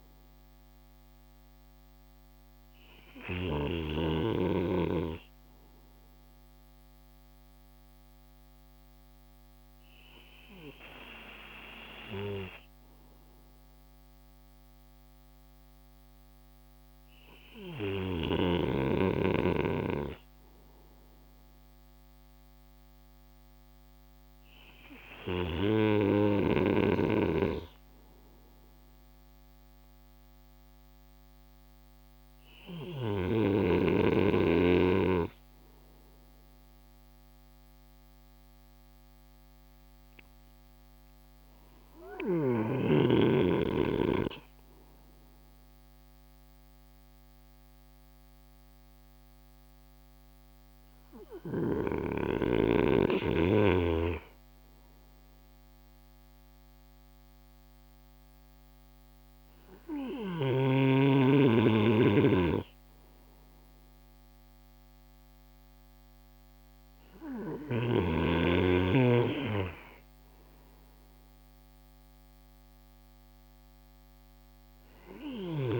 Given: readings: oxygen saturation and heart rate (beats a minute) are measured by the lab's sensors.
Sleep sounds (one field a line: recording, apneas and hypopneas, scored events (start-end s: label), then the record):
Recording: breathing in sleep by a microphone on the trachea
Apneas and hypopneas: none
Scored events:
0.00-3.00 s: snoring (device-marked)
From the record:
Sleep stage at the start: N2 (light sleep)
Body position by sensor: on the right side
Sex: male